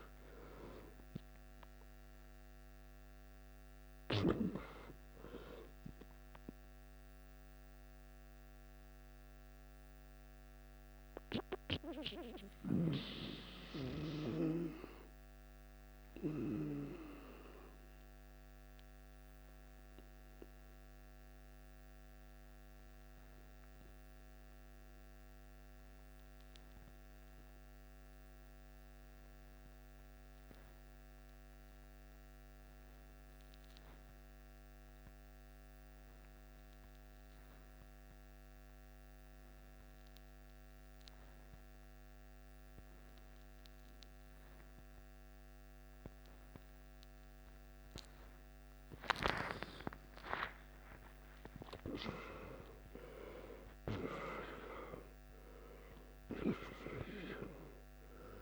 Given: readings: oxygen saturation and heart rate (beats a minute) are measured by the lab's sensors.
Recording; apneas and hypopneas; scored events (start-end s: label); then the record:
breathing in sleep by a microphone on the trachea; 1
0.00-25.00 s: oxygen desaturation (device-marked, oxygen 90% lowest, heart rate 53 extreme)
9.00-48.00 s: mixed apnea (oxygen 97% before, 90% lowest, heart rate 62 before, 53 extreme, up 15 after)
41.00-58.42 s: oxygen desaturation (device-marked, oxygen 98% before, 91% lowest, heart rate 55 before, 52 extreme)
49.00-54.00 s: arousal
From the record:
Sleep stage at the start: N2 (light sleep); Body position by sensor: on the back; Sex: male